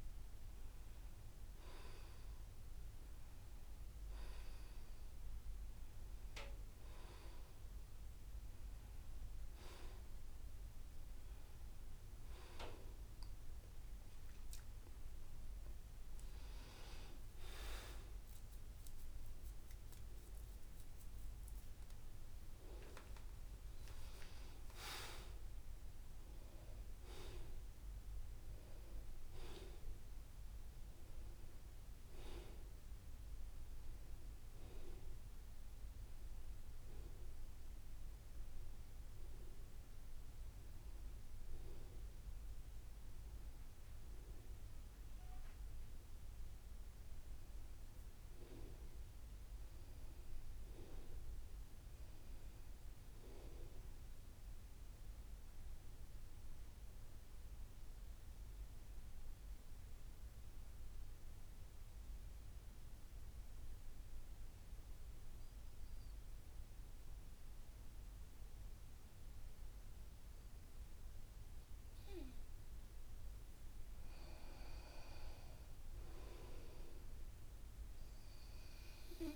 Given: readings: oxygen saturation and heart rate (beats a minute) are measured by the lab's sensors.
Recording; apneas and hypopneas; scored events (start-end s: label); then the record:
a person partly awake in a sleep study, by a room microphone; 1
4.00-64.00 s: new sleep stage, N1 (lightest sleep)
50.50-54.00 s: arousal
56.50-73.50 s: mixed apnea (oxygen 94% before, 86% lowest, heart rate 73 before, 64 extreme, up 3 after)
64.00-79.36 s: new sleep stage, N2 (light sleep)
75.00-79.36 s: oxygen desaturation (device-marked, oxygen 92% before, 86% lowest, heart rate 73 before, 64 extreme)
76.50-79.36 s: arousal
From the record:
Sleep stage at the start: awake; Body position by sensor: on the back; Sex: male